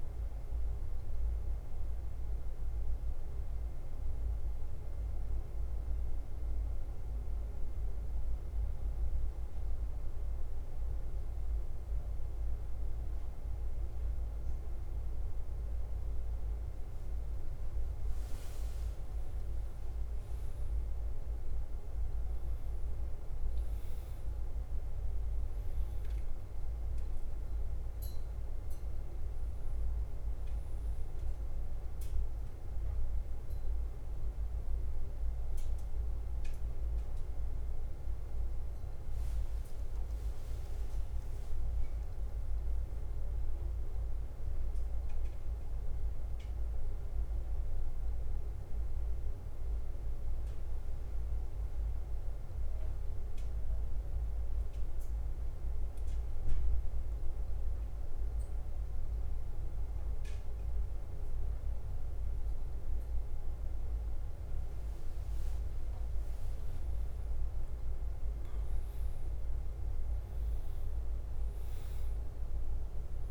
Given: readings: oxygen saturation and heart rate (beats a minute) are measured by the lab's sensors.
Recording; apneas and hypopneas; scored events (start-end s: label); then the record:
breathing in sleep, hard to hear, by a room microphone; 2
0.00-73.31 s: bradycardia (device-marked, heart rate 44 extreme)
0.50-19.00 s: mixed apnea (oxygen 99% before, 95% lowest, heart rate 54 before, 49 extreme, up 5 after)
21.00-25.50 s: arousal
47.50-66.50 s: mixed apnea (oxygen 99% before, 94% lowest, heart rate 55 before, 50 extreme, up 7 after)
69.50-73.31 s: arousal
From the record:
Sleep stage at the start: N2 (light sleep); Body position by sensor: on the back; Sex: male